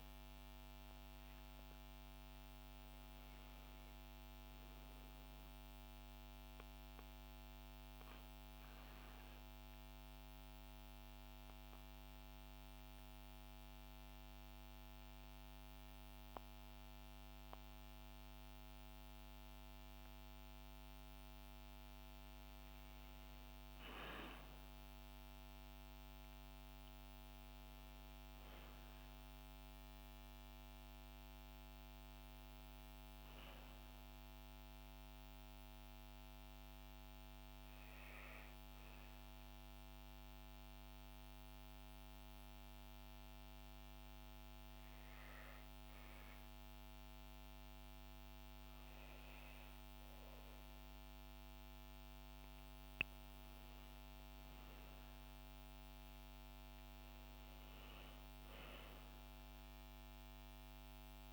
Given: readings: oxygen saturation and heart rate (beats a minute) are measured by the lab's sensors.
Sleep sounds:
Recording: breathing in sleep, hard to hear, by a microphone on the trachea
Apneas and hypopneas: 1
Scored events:
5.50-20.50 s: central apnea (oxygen 97% before, 93% lowest, heart rate 79 before, 62 extreme, up 12 after)
21.50-24.50 s: arousal
27.00-36.00 s: oxygen desaturation (device-marked, oxygen 97% before, 94% lowest, heart rate 70 before, 63 extreme)
53.00-61.33 s: oxygen desaturation (device-marked, oxygen 96% before, 93% lowest, heart rate 65 before, 62 extreme)
From the record:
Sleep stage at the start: N2 (light sleep)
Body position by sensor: on the back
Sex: female

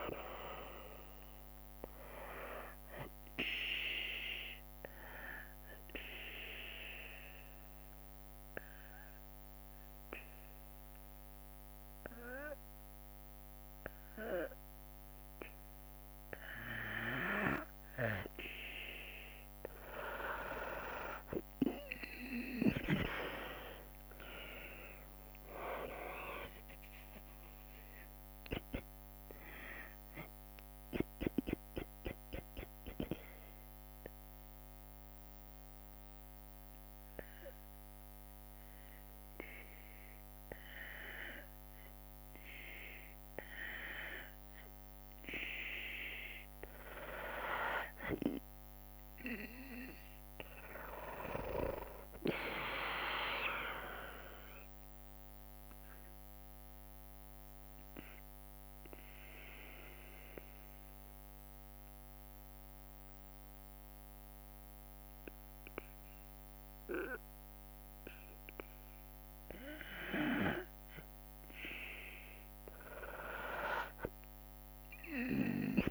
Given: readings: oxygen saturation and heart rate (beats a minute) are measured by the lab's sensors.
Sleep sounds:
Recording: breathing in sleep by a microphone on the trachea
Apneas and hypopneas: 3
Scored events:
0.00-1.50 s: arousal
0.00-8.50 s: drop in pulse transit time (device-marked, heart rate 64 extreme)
5.00-16.50 s: obstructive apnea (oxygen 96% before, 90% lowest, heart rate 70 before, 56 extreme, up 26 after)
21.50-41.50 s: oxygen desaturation (device-marked, oxygen 96% before, 90% lowest, heart rate 70 before, 56 extreme)
22.50-25.50 s: tachycardia (device-marked, heart rate 69 before, 98 extreme)
22.50-34.50 s: drop in pulse transit time (device-marked, heart rate 69 before, 58 extreme)
23.00-27.00 s: arousal
33.50-44.50 s: obstructive apnea (oxygen 96% before, 91% lowest, heart rate 79 before, 56 extreme, up 8 after)
48.00-51.50 s: arousal
52.50-63.50 s: drop in pulse transit time (device-marked, heart rate 62 before, 56 extreme)
53.50-70.50 s: oxygen desaturation (device-marked, oxygen 97% before, 92% lowest, heart rate 62 before, 56 extreme)
54.50-69.50 s: mixed apnea (oxygen 98% before, 90% lowest, heart rate 63 before, 56 extreme, up 11 after)
From the record:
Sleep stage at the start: N2 (light sleep)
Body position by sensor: on the back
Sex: female

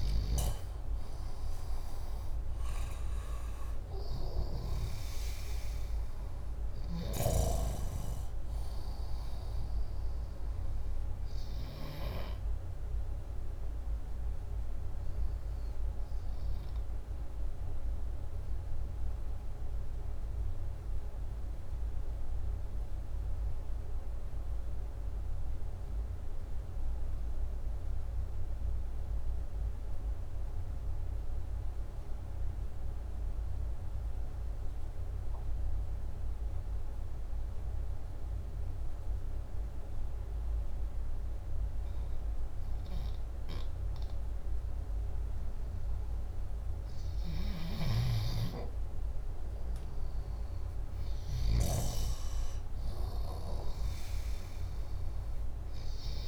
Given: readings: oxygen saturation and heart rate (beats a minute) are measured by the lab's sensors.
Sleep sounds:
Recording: breathing in sleep by a room microphone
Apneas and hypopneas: 1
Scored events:
0.00-12.00 s: oxygen desaturation (device-marked, oxygen 94% lowest)
17.50-46.00 s: obstructive apnea (oxygen 97% before, 92% lowest, heart rate 106 before, 58 extreme, up 0 after)
46.50-51.00 s: snoring (device-marked)
48.00-53.00 s: arousal
From the record:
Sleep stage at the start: N2 (light sleep)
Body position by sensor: upright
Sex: male

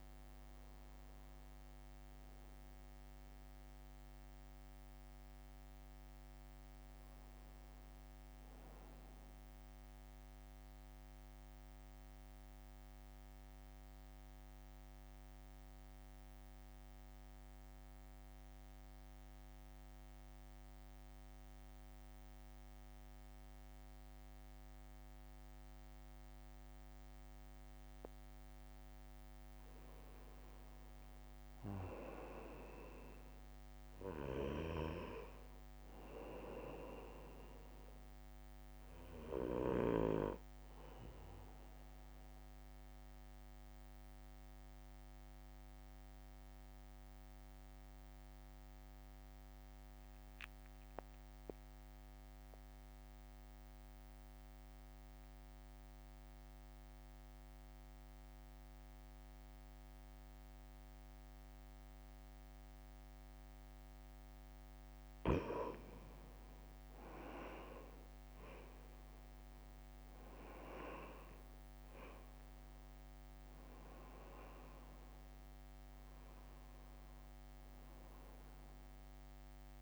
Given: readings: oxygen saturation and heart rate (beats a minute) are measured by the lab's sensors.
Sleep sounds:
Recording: breathing in sleep by a microphone on the trachea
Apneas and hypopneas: 2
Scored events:
0.00-14.00 s: oxygen desaturation (device-marked, oxygen 97% before, 92% lowest, heart rate 63 before, 62 extreme)
9.50-29.00 s: central apnea (oxygen 97% before, 88% lowest, heart rate 64 before, 61 extreme, up 4 after)
31.00-34.50 s: arousal
31.00-52.00 s: oxygen desaturation (device-marked, oxygen 97% before, 92% lowest, heart rate 63 before, 56 extreme)
40.00-64.00 s: mixed apnea (oxygen 97% before, 88% lowest, heart rate 64 before, 54 extreme, up 3 after)
65.00-79.82 s: oxygen desaturation (device-marked, oxygen 96% before, 88% lowest, heart rate 66 before, 54 extreme)
68.00-72.50 s: arousal
From the record:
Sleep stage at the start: N2 (light sleep)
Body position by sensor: on the right side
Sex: male

